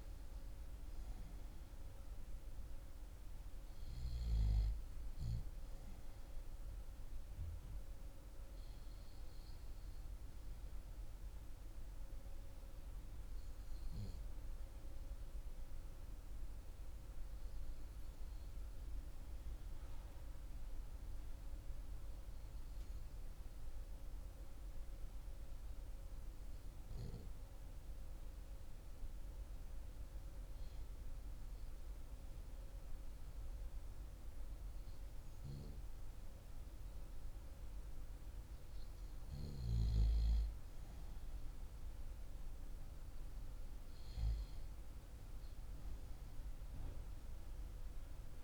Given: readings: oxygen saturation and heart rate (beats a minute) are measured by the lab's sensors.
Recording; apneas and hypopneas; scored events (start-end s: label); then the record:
breathing in sleep, hard to hear, by a room microphone; 1
15.50-36.50 s: hypopnea (oxygen 93% before, 92% lowest, heart rate 42 before, 40 extreme, up 1 after)
38.00-41.50 s: arousal
From the record:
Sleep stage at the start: REM sleep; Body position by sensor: on the back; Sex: male